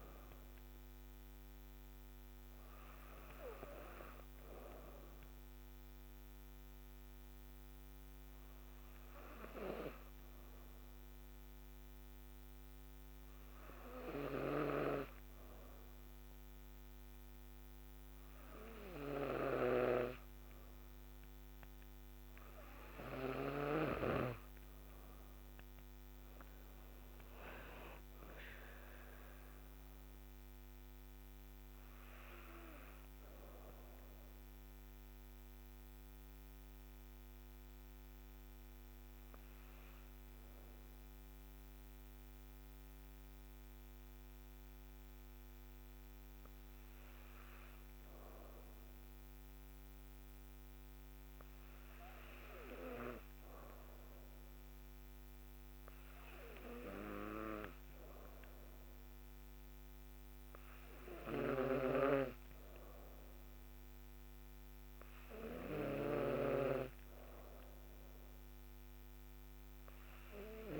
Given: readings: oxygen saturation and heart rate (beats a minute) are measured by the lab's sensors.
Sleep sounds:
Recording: breathing in sleep by a microphone on the trachea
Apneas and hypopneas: 1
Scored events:
25.00-29.50 s: arousal
35.00-47.50 s: hypopnea (oxygen 96% before, 94% lowest, heart rate 59 before, 50 extreme, up 5 after)
49.50-52.50 s: arousal
From the record:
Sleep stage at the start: N2 (light sleep)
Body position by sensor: on the back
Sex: female

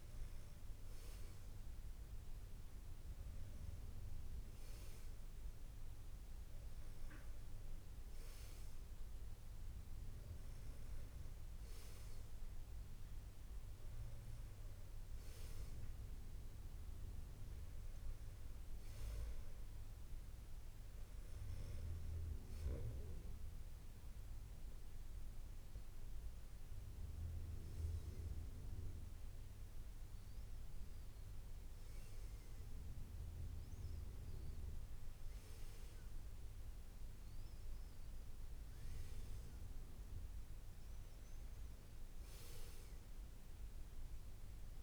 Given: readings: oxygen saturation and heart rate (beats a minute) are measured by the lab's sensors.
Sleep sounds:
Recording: breathing in sleep, hard to hear, by a room microphone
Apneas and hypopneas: none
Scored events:
none scored
From the record:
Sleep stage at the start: N2 (light sleep)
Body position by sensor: on the back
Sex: male

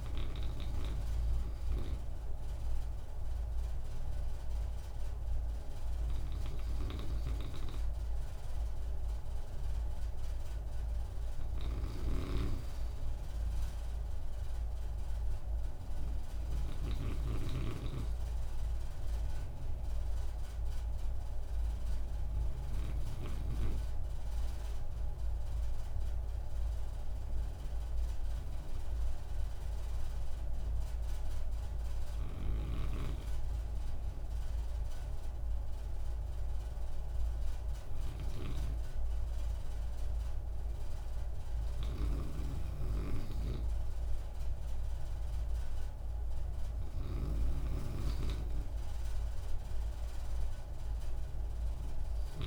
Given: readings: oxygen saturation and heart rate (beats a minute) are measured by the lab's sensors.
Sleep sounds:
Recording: breathing in sleep by a room microphone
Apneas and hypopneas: 1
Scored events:
0.00-18.00 s: snoring (device-marked)
24.50-37.50 s: obstructive apnea (oxygen 96% before, 94% lowest)
39.50-42.50 s: arousal
42.00-52.47 s: snoring (device-marked)
From the record:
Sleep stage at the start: N2 (light sleep)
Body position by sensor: on the right side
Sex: male

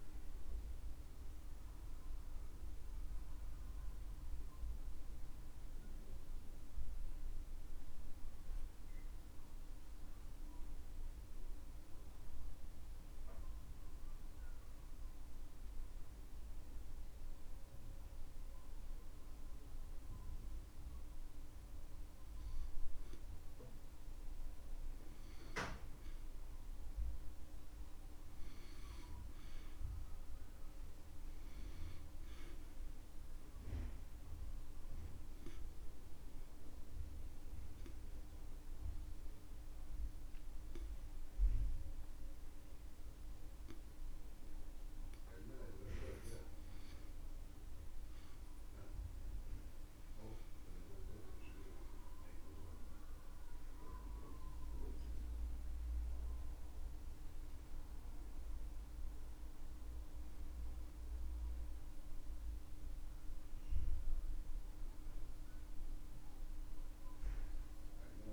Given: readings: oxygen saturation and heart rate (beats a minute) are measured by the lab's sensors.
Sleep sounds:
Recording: breathing in sleep, hard to hear, by a room microphone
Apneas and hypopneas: 2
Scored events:
4.50-8.50 s: arousal
15.00-25.50 s: obstructive apnea (oxygen 96% before, 92% lowest, heart rate 71 before, 65 extreme, up 3 after)
26.00-30.00 s: arousal
33.50-46.00 s: obstructive apnea (oxygen 96% before, 92% lowest, heart rate 68 before, 65 extreme, up 9 after)
51.00-55.00 s: arousal
From the record:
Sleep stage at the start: REM sleep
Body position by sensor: on the back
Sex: male

